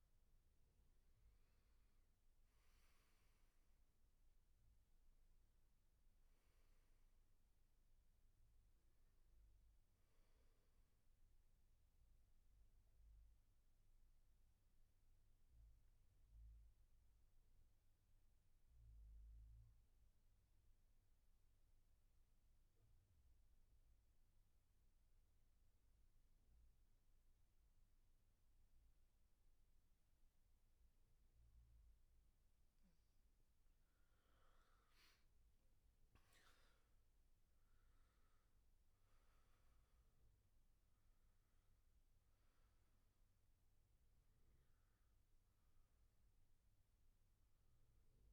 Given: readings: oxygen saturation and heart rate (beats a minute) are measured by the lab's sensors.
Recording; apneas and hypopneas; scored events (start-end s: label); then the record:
breathing in sleep, hard to hear, by a room microphone; 1
0.00-13.50 s: oxygen desaturation (device-marked, oxygen 84% lowest, heart rate 64 extreme)
11.50-32.50 s: mixed apnea (oxygen 98% before, 82% lowest, heart rate 71 before, 64 extreme, up 12 after)
31.50-48.33 s: oxygen desaturation (device-marked, oxygen 97% before, 84% lowest, heart rate 67 before, 64 extreme)
34.50-38.00 s: arousal
From the record:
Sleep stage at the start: N2 (light sleep); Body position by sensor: on the back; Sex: male